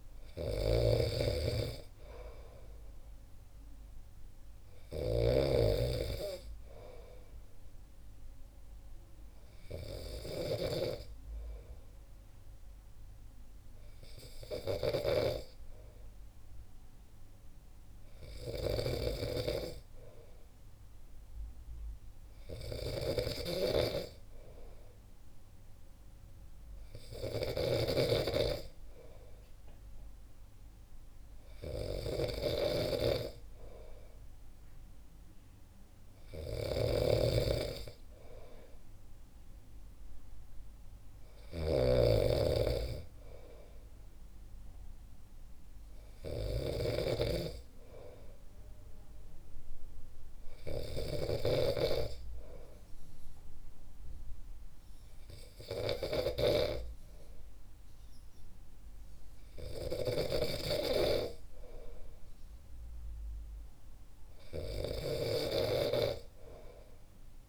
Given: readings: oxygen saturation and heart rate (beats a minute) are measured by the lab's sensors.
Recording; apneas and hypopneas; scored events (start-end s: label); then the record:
breathing in sleep by a room microphone; none
0.00-67.49 s: snoring (device-marked)
From the record:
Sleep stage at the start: N2 (light sleep); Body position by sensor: on the back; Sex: male